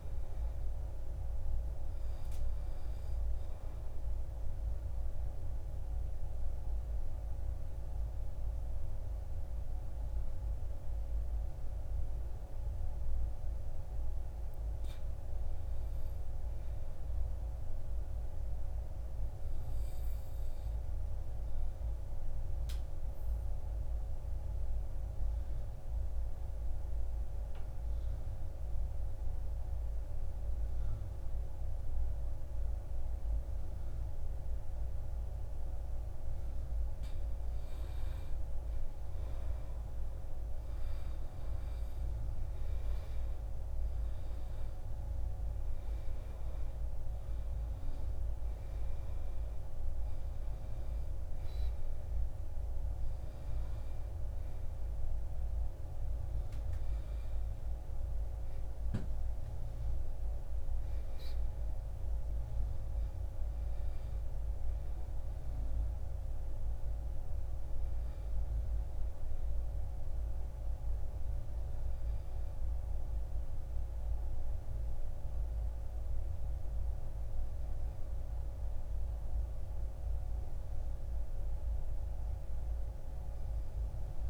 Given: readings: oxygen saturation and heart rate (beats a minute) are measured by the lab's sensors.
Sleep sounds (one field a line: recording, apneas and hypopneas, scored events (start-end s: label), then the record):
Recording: breathing in sleep, hard to hear, by a room microphone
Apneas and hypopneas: 2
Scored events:
4.00-15.00 s: obstructive apnea (oxygen 97% before, 89% lowest, heart rate 59 before, 50 extreme, up 5 after)
10.00-19.00 s: oxygen desaturation (device-marked, oxygen 97% before, 92% lowest, heart rate 59 before, 52 extreme)
17.00-20.00 s: arousal
24.00-37.00 s: obstructive apnea (oxygen 97% before, 89% lowest, heart rate 54 before, 52 extreme, up 13 after)
35.00-49.00 s: oxygen desaturation (device-marked, oxygen 98% before, 94% lowest, heart rate 53 before, 56 extreme)
39.00-42.00 s: arousal
51.00-75.00 s: oxygen desaturation (device-marked, oxygen 95% before, 89% lowest, heart rate 60 before, 50 extreme)
From the record:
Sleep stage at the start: N2 (light sleep)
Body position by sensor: on the back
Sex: male